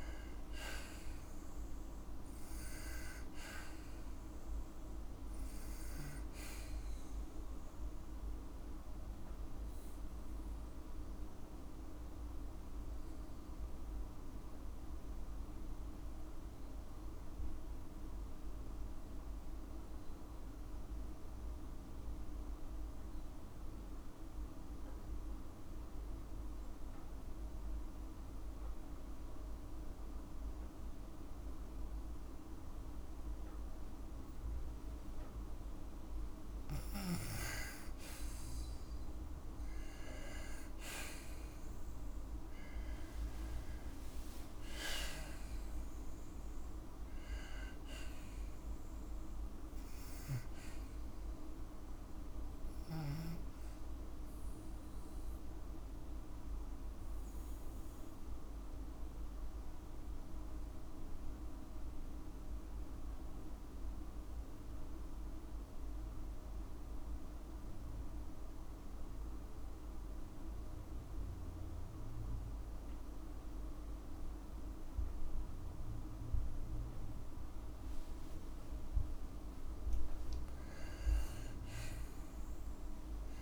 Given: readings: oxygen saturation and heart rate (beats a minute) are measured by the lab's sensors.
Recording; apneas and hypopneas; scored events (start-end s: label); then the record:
breathing in sleep, hard to hear, by a room microphone; 2
7.50-34.50 s: obstructive apnea (oxygen 98% before, 92% lowest, heart rate 59 before, 52 extreme, up 7 after)
23.00-35.00 s: oxygen desaturation (device-marked, oxygen 96% before, 92% lowest, heart rate 56 before, 52 extreme)
40.50-45.50 s: arousal
45.00-47.00 s: long interval between heartbeats (device-marked, heart rate 55 before, 69 extreme)
55.50-78.00 s: obstructive apnea (oxygen 98% before, 93% lowest, heart rate 62 before, 52 extreme, up 7 after)
74.00-83.42 s: oxygen desaturation (device-marked, oxygen 97% before, 93% lowest, heart rate 53 before, 54 extreme)
From the record:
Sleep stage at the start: N2 (light sleep); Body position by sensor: on the left side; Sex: female